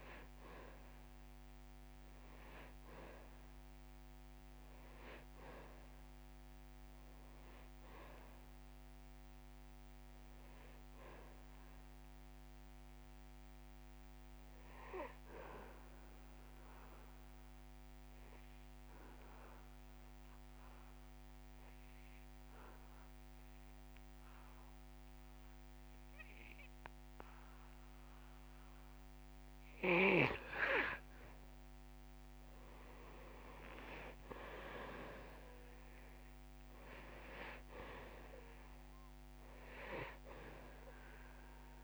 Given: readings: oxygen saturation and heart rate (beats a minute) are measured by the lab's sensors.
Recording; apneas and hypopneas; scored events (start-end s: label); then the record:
breathing in sleep by a microphone on the trachea; 1
15.50-29.00 s: obstructive apnea (oxygen 98% before, 89% lowest)
32.00-35.00 s: arousal
39.50-41.84 s: oxygen desaturation (device-marked, oxygen 97% before, 93% lowest)
From the record:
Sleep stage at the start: N2 (light sleep); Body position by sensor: on the back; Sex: male